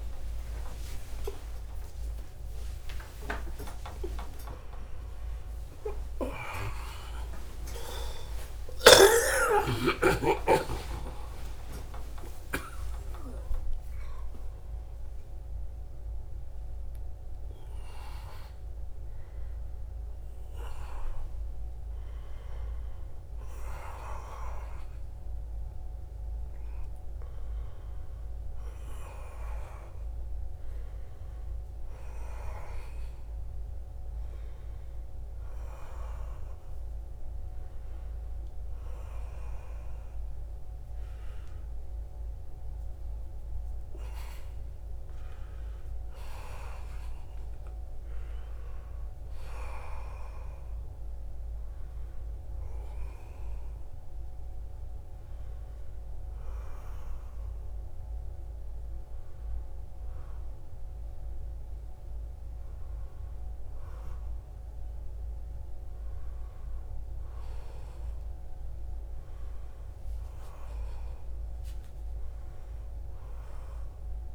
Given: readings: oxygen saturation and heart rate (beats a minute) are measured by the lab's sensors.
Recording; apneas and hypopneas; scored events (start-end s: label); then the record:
a person partly awake in a sleep study, by a room microphone; none
0.00-1.50 s: long interval between heartbeats (device-marked, heart rate 98 extreme)
1.50-3.50 s: long interval between heartbeats (device-marked, heart rate 92 before, 122 extreme)
6.00-8.00 s: long interval between heartbeats (device-marked, heart rate 100 before, 136 extreme)
8.50-10.50 s: long interval between heartbeats (device-marked, heart rate 108 before, 149 extreme)
12.00-14.00 s: long interval between heartbeats (device-marked, heart rate 118 before, 142 extreme)
35.50-74.35 s: new sleep stage, N1 (lightest sleep)
From the record:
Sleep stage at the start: awake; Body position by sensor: on the back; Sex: male